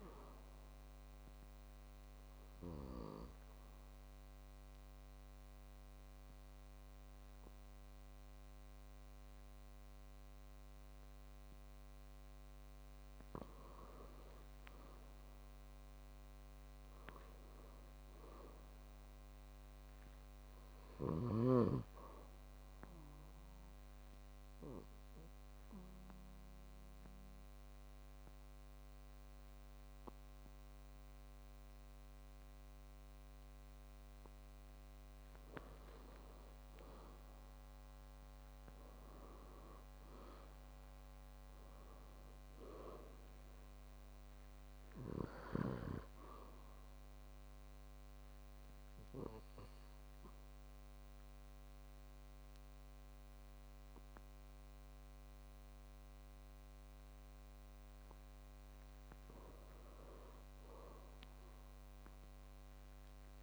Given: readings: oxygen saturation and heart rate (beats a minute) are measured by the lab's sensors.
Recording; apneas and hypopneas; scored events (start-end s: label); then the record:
breathing in sleep by a microphone on the trachea; 3
1.50-13.50 s: obstructive apnea (oxygen 97% before, 95% lowest, heart rate 104 before, 114 extreme, up 17 after)
15.00-19.50 s: arousal
23.50-36.00 s: obstructive apnea (oxygen 97% before, 96% lowest, heart rate 128 before, 64 extreme)
37.50-42.00 s: arousal
48.00-59.00 s: obstructive apnea (oxygen 97% before, 96% lowest, heart rate 138 before, 64 extreme)
60.50-63.43 s: arousal
From the record:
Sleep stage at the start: N2 (light sleep); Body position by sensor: on the back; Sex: male